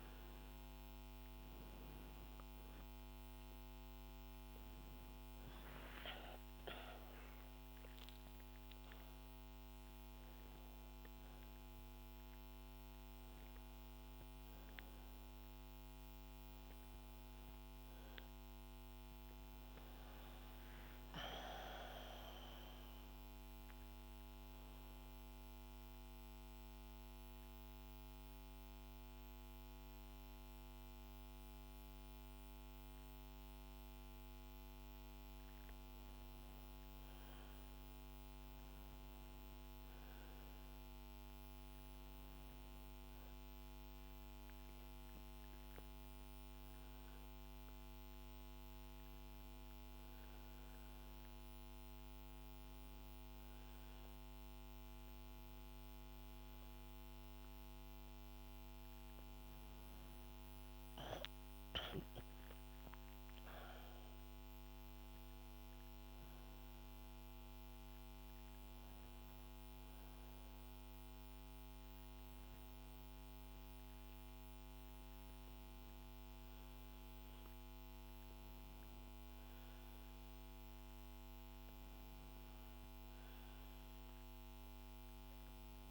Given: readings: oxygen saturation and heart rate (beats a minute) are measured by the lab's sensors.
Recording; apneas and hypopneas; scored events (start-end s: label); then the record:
breathing in sleep, hard to hear, by a microphone on the trachea; 1
5.00-11.00 s: arousal
24.50-35.00 s: central apnea (oxygen 97% before, 95% lowest, heart rate 74 before, 62 extreme, up 5 after)
37.50-42.50 s: arousal
From the record:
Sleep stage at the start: N1 (lightest sleep); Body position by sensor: on the back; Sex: female